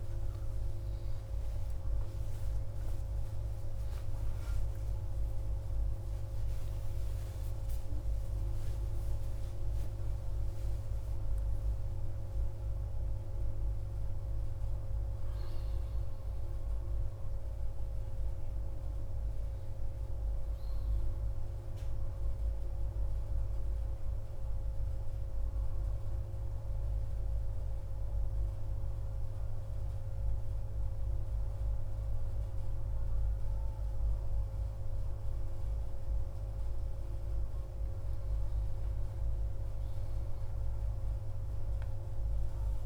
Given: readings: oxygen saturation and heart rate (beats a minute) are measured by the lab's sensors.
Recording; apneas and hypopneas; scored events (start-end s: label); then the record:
a person partly awake in a sleep study, hard to hear, by a room microphone; 1
14.50-42.86 s: new sleep stage, N1 (lightest sleep)
25.50-36.50 s: central apnea (oxygen 98% before, 92% lowest, heart rate 97 before, 60 extreme, up 2 after)
38.50-42.50 s: arousal
From the record:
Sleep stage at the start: awake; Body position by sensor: on the back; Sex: male